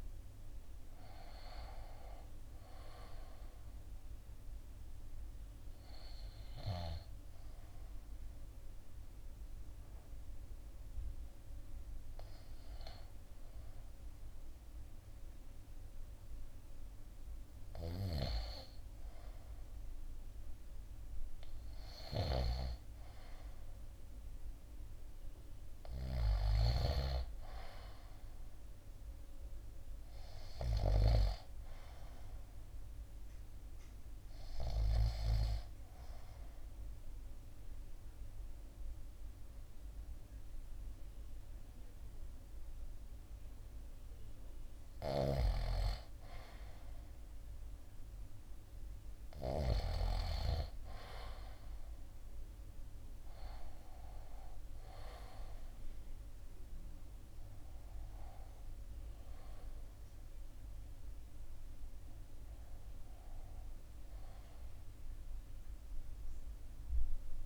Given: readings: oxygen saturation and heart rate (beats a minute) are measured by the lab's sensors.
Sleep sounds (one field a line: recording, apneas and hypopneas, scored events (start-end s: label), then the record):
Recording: breathing in sleep by a room microphone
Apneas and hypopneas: 2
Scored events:
0.00-16.50 s: oxygen desaturation (device-marked, oxygen 91% lowest, heart rate 58 extreme)
3.00-21.50 s: obstructive apnea (oxygen 98% before, 91% lowest, heart rate 62 before, 52 extreme, up 3 after)
17.50-67.46 s: new sleep stage, N2 (light sleep)
24.00-27.00 s: arousal
33.50-44.50 s: obstructive apnea (oxygen 97% before, 91% lowest, heart rate 60 before, 52 extreme, up 3 after)
46.00-49.50 s: arousal
56.50-67.46 s: oxygen desaturation (device-marked, oxygen 95% before, 91% lowest, heart rate 59 before, 57 extreme)
From the record:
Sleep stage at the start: N1 (lightest sleep)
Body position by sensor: on the right side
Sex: male